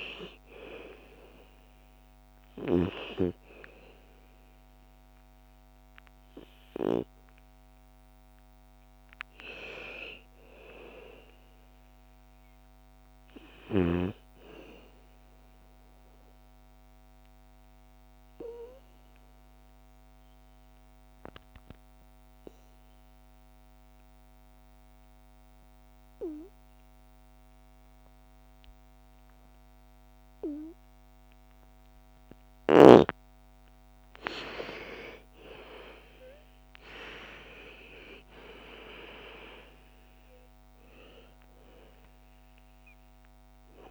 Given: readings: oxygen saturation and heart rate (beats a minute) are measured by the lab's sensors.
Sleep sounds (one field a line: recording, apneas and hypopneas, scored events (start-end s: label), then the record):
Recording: breathing in sleep by a microphone on the trachea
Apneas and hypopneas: 1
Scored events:
0.00-13.50 s: oxygen desaturation (device-marked, oxygen 88% lowest, heart rate 55 extreme)
15.00-32.00 s: obstructive apnea (oxygen 99% before, 84% lowest, heart rate 64 before, 55 extreme, up 15 after)
32.50-43.91 s: oxygen desaturation (device-marked, oxygen 97% before, 84% lowest, heart rate 59 before, 55 extreme)
34.00-37.00 s: arousal
From the record:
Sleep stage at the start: N2 (light sleep)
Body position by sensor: on the back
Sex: female